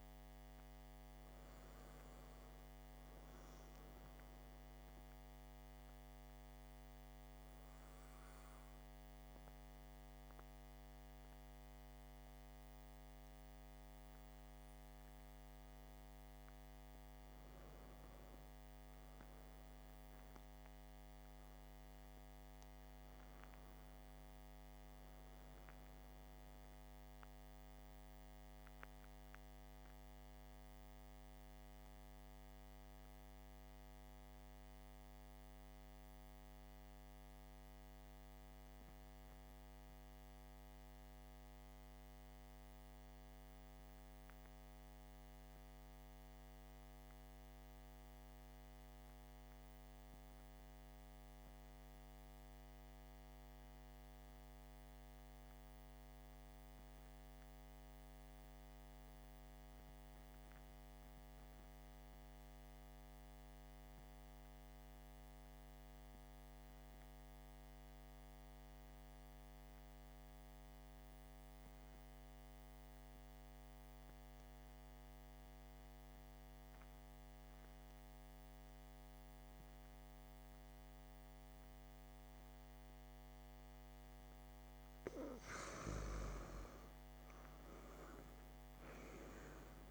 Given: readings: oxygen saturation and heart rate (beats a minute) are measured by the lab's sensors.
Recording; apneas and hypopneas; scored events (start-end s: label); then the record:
breathing in sleep, hard to hear, by a microphone on the trachea; 1
0.00-10.00 s: oxygen desaturation (device-marked, oxygen 79% lowest, heart rate 57 extreme)
17.50-23.00 s: arousal
27.50-85.50 s: mixed apnea (oxygen 99% before, 80% lowest, heart rate 67 before, 49 extreme, up 17 after)
35.00-89.91 s: new sleep stage, REM sleep
60.00-89.91 s: oxygen desaturation (device-marked, oxygen 96% before, 80% lowest, heart rate 57 before, 55 extreme)
87.00-89.91 s: arousal
From the record:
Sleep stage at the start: N2 (light sleep); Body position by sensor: on the back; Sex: male